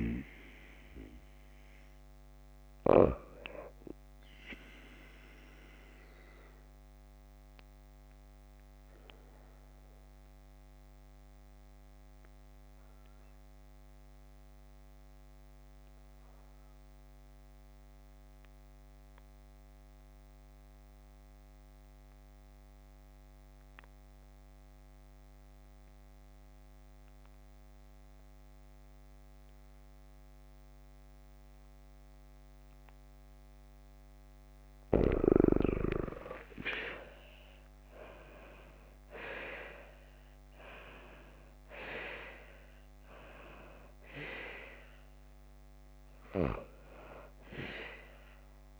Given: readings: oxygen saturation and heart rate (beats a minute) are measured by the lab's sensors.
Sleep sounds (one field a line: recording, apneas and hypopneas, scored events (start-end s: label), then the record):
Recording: breathing in sleep by a microphone on the trachea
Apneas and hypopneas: 1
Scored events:
0.00-25.50 s: oxygen desaturation (device-marked, oxygen 87% lowest, heart rate 52 extreme)
6.00-33.00 s: obstructive apnea (oxygen 95% before, 84% lowest, heart rate 61 before, 52 extreme, up 16 after)
35.50-40.50 s: oxygen desaturation (device-marked, oxygen 94% before, 90% lowest, heart rate 55 before, 54 extreme)
36.00-41.50 s: arousal
From the record:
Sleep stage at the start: N2 (light sleep)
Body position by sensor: on the back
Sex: female